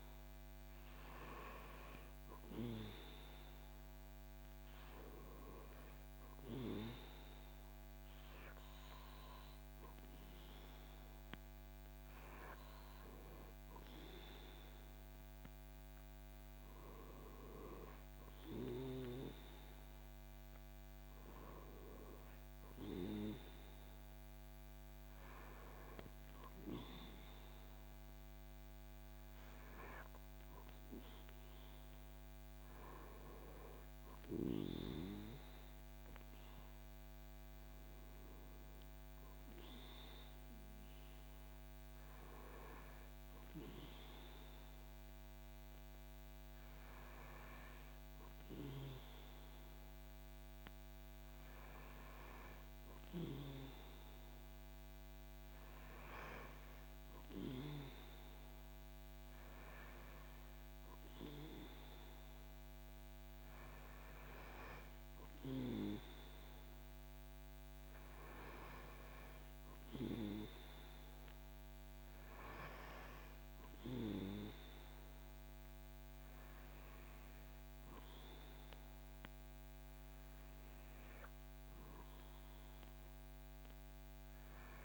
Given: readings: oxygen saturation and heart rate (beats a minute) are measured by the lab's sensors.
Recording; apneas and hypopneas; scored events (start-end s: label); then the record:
breathing in sleep by a microphone on the trachea; none
none scored
From the record:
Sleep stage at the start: N2 (light sleep); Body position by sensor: on the back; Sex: male